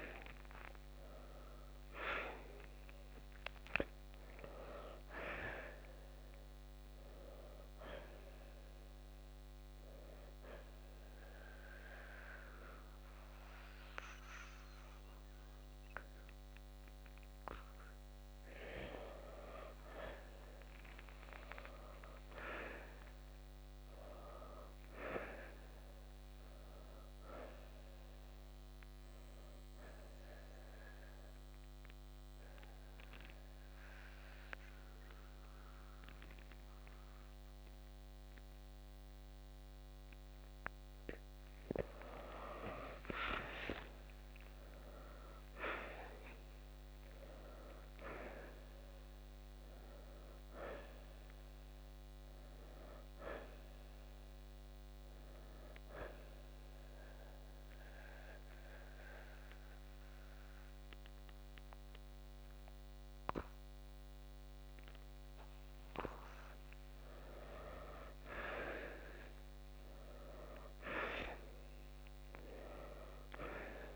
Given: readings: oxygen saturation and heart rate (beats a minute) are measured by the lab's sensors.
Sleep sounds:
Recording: breathing in sleep by a microphone on the trachea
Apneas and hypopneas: 2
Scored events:
0.00-1.00 s: oxygen desaturation (device-marked, oxygen 94% before, 86% lowest, heart rate 71 before, 58 extreme)
1.50-5.50 s: arousal
14.00-27.00 s: oxygen desaturation (device-marked, oxygen 94% before, 86% lowest, heart rate 65 before, 58 extreme)
31.50-42.00 s: obstructive apnea (oxygen 94% before, 86% lowest, heart rate 67 before, 58 extreme, up 16 after)
35.00-44.00 s: oxygen desaturation (device-marked, oxygen 94% before, 88% lowest, heart rate 67 before, 58 extreme)
43.50-47.50 s: arousal
56.50-66.50 s: central apnea (oxygen 94% before, 86% lowest, heart rate 67 before, 60 extreme, up 7 after)
60.00-73.96 s: oxygen desaturation (device-marked, oxygen 94% before, 86% lowest, heart rate 67 before, 59 extreme)
69.00-72.50 s: arousal
From the record:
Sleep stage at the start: N2 (light sleep)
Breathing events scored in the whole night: 207 in 4.2 hours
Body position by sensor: on the back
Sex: male

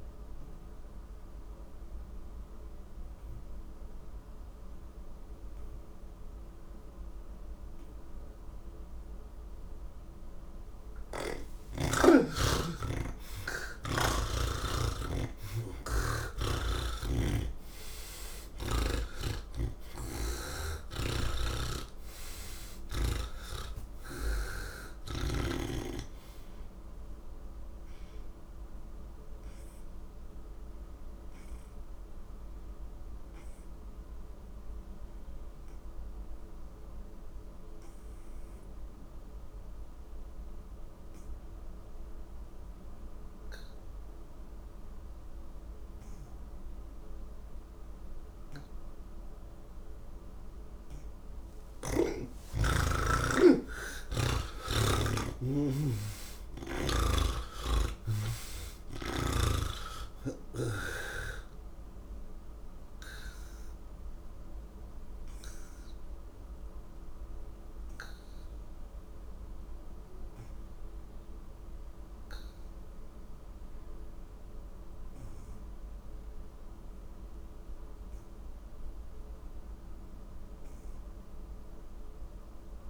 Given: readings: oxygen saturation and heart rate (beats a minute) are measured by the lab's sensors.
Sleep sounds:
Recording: breathing in sleep by a room microphone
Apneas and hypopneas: none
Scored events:
10.50-14.00 s: snoring (device-marked)
21.00-25.00 s: snoring (device-marked)
69.50-80.50 s: oxygen desaturation (device-marked, oxygen 94% before, 85% lowest, heart rate 75 before, 69 extreme)
From the record:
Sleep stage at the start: N1 (lightest sleep)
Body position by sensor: on the back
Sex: male

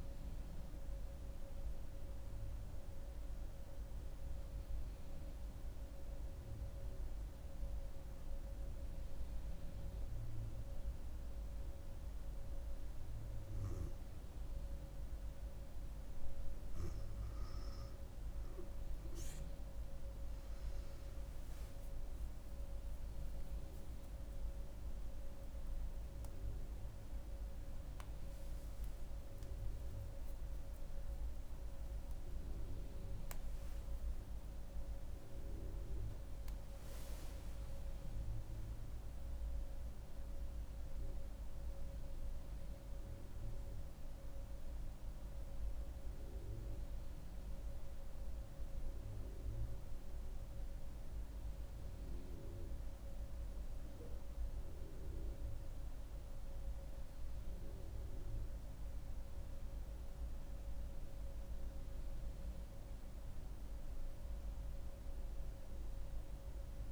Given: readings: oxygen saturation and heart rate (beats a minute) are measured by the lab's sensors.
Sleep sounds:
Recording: breathing in sleep, hard to hear, by a room microphone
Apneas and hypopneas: 1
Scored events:
0.00-7.00 s: oxygen desaturation (device-marked, oxygen 92% lowest)
1.00-12.00 s: mixed apnea (oxygen 96% before, 90% lowest)
11.00-41.00 s: new sleep stage, N1 (lightest sleep)
18.00-38.00 s: oxygen desaturation (device-marked, oxygen 95% before, 90% lowest)
19.50-23.50 s: arousal
41.00-66.92 s: new sleep stage, N2 (light sleep)
From the record:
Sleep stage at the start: N2 (light sleep)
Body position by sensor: on the back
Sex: female

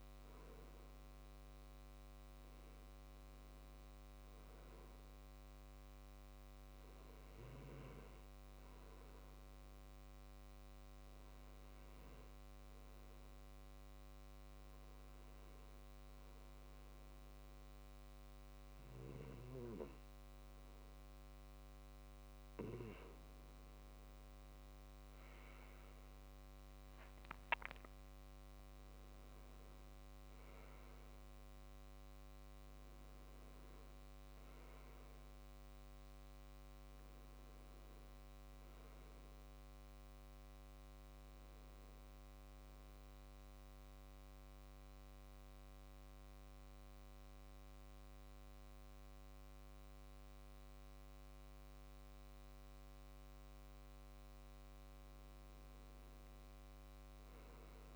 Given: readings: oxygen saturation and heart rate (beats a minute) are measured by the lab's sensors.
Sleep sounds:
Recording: breathing in sleep, hard to hear, by a microphone on the trachea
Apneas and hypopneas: 2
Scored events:
2.00-5.00 s: arousal
9.00-21.00 s: hypopnea (oxygen 96% before, 95% lowest, heart rate 70 before, 66 extreme, up 7 after)
24.50-28.00 s: arousal
43.00-53.00 s: obstructive apnea (oxygen 96% before, 94% lowest, heart rate 73 before, 64 extreme, up 5 after)
56.50-57.96 s: arousal
From the record:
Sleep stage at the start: N2 (light sleep)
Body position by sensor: on the left side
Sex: male

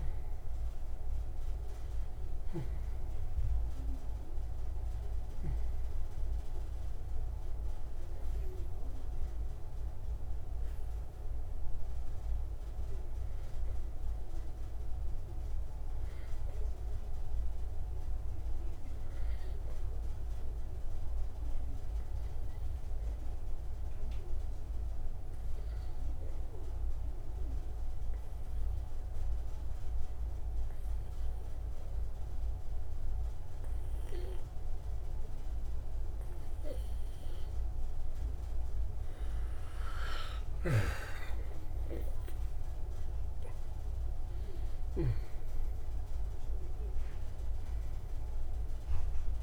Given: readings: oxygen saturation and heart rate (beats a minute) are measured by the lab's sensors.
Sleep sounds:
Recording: breathing in sleep by a room microphone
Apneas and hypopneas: 1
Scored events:
0.00-2.50 s: arousal
13.00-37.50 s: obstructive apnea (oxygen 97% before, 90% lowest)
30.00-44.00 s: oxygen desaturation (device-marked, oxygen 95% before, 92% lowest)
43.00-49.00 s: arousal
From the record:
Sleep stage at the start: N2 (light sleep)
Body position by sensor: on the right side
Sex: male

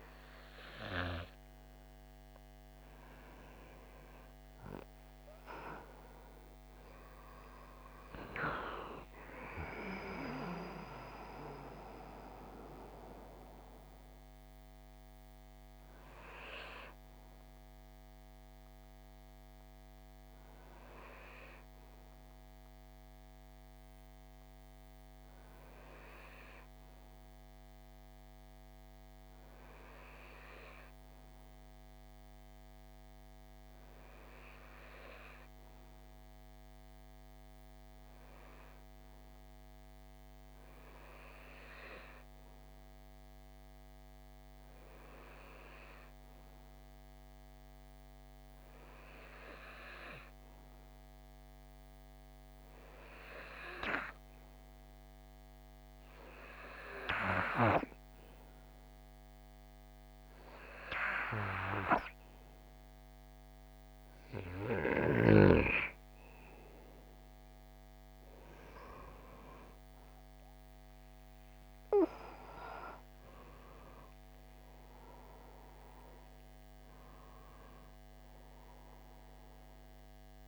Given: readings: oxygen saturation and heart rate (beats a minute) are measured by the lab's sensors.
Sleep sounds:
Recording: breathing in sleep by a microphone on the trachea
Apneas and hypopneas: 1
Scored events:
2.00-7.50 s: arousal
11.50-26.50 s: oxygen desaturation (device-marked, oxygen 94% before, 90% lowest, heart rate 68 before, 53 extreme)
20.50-59.00 s: hypopnea (oxygen 95% before, 90% lowest, heart rate 68 before, 53 extreme, up 6 after)
53.50-80.48 s: oxygen desaturation (device-marked, oxygen 97% before, 91% lowest, heart rate 56 before, 55 extreme)
66.00-71.50 s: arousal
From the record:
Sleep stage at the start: REM sleep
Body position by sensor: on the right side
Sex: male

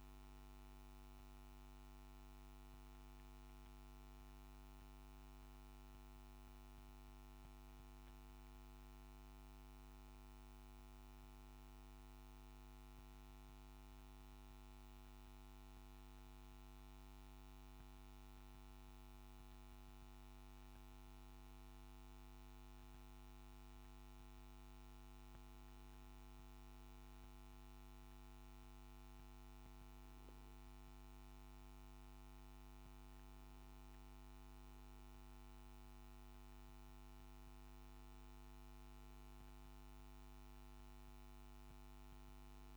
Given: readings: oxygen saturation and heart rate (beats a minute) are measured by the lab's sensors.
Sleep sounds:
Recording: breathing in sleep, hard to hear, by a microphone on the trachea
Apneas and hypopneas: none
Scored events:
5.00-18.00 s: oxygen desaturation (device-marked, oxygen 98% before, 94% lowest, heart rate 58 before, 54 extreme)
From the record:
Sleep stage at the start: N2 (light sleep)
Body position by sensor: on the back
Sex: male

